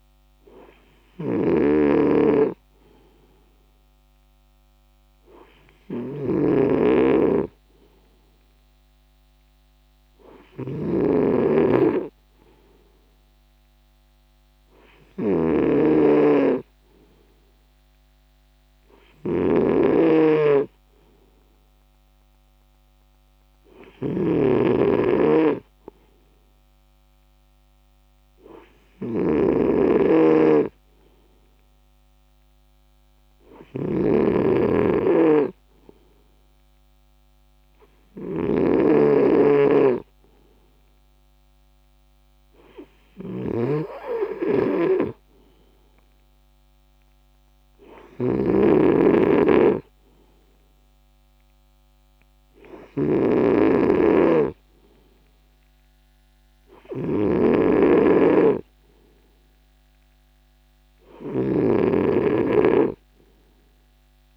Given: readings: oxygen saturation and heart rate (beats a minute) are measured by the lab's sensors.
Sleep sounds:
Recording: breathing in sleep by a microphone on the trachea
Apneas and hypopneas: none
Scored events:
6.00-11.00 s: snoring (device-marked)
20.00-24.50 s: snoring (device-marked)
34.00-39.00 s: snoring (device-marked)
From the record:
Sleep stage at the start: N2 (light sleep)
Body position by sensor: on the right side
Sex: male

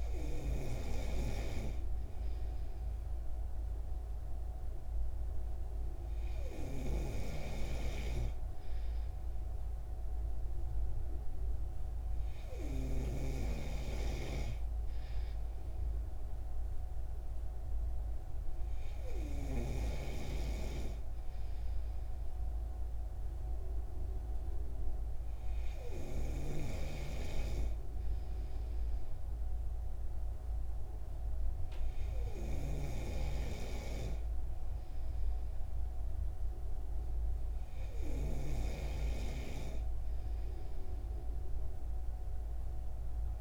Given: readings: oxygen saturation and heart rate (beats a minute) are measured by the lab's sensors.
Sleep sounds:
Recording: breathing in sleep by a room microphone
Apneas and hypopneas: none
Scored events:
none scored
From the record:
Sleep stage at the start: N3 (deep sleep)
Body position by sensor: on the right side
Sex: male

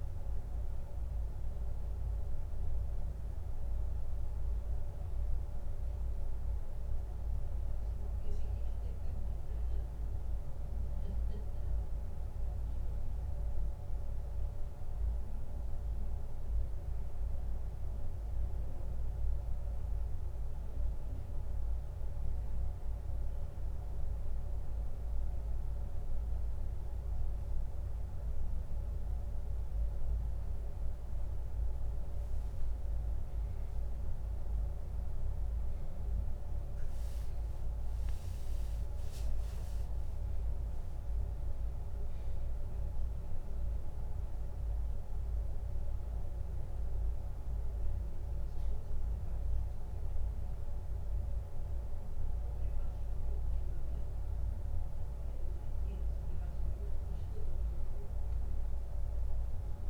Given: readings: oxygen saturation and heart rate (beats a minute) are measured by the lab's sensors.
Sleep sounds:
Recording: breathing in sleep, hard to hear, by a room microphone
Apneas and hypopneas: none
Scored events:
37.00-41.50 s: arousal
From the record:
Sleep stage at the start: N1 (lightest sleep)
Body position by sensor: on the back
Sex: male

